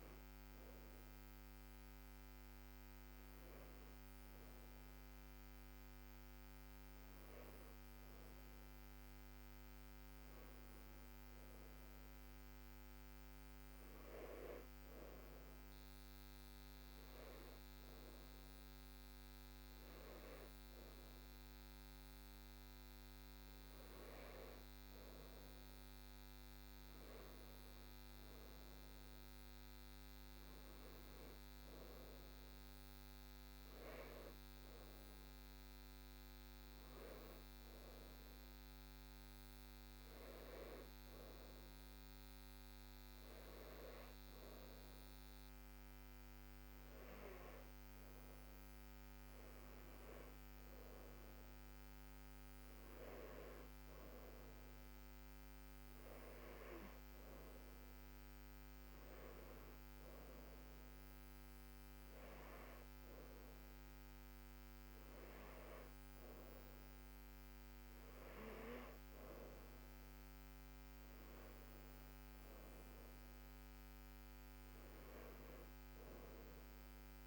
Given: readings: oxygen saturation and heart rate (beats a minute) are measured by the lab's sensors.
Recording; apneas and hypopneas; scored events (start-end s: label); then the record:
breathing in sleep by a microphone on the trachea; none
none scored
From the record:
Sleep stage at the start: N2 (light sleep); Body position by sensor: on the back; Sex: female